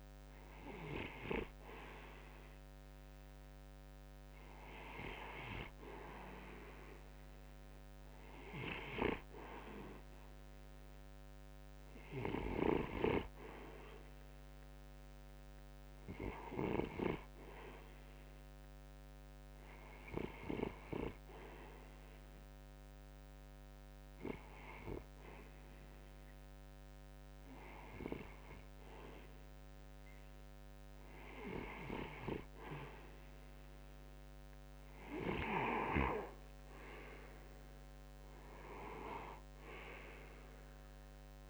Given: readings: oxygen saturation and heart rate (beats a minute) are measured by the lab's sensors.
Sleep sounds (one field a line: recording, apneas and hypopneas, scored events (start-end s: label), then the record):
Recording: breathing in sleep by a microphone on the trachea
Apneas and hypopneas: 1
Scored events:
18.50-31.00 s: hypopnea (oxygen 87% before, 83% lowest)
33.50-36.00 s: arousal
37.00-41.50 s: new sleep stage, N2 (light sleep)
From the record:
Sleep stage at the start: REM sleep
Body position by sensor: on the right side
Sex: male